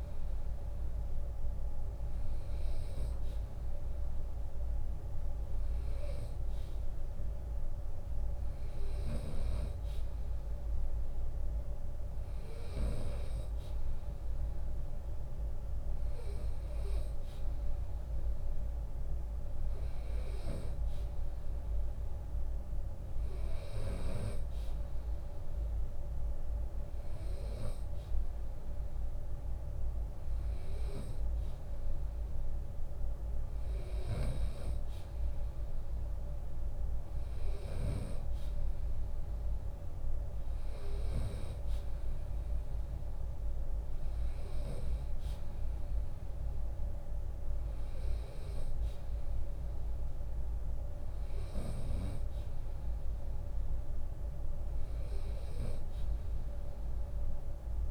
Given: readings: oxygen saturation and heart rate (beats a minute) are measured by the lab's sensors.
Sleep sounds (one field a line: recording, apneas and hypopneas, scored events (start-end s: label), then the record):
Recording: breathing in sleep by a room microphone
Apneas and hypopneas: none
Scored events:
8.50-26.50 s: drop in pulse transit time (device-marked, heart rate 73 before, 70 extreme)
15.50-17.50 s: long interval between heartbeats (device-marked, heart rate 74 before, 82 extreme)
From the record:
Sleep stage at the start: N2 (light sleep)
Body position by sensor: on the right side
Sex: male